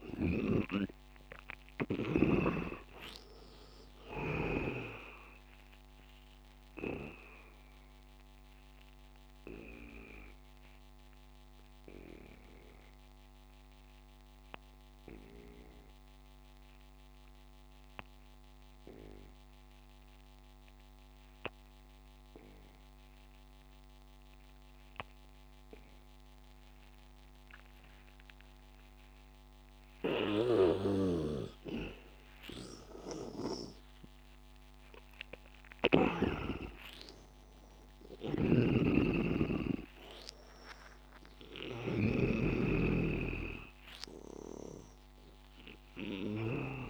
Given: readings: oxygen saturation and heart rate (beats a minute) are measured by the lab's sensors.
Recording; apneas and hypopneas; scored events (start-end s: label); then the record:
breathing in sleep by a microphone on the trachea; 1
0.00-19.50 s: oxygen desaturation (device-marked, oxygen 80% lowest, heart rate 82 extreme)
0.50-4.50 s: snoring (device-marked)
7.00-31.50 s: obstructive apnea (oxygen 100% before, 80% lowest, heart rate 92 before, 82 extreme, up 16 after)
24.50-46.90 s: oxygen desaturation (device-marked, oxygen 100% before, 81% lowest, heart rate 91 before, 74 extreme)
32.50-36.50 s: arousal
33.00-36.50 s: snoring (device-marked)
38.50-42.50 s: snoring (device-marked)
From the record:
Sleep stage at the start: N2 (light sleep); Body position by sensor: on the back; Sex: male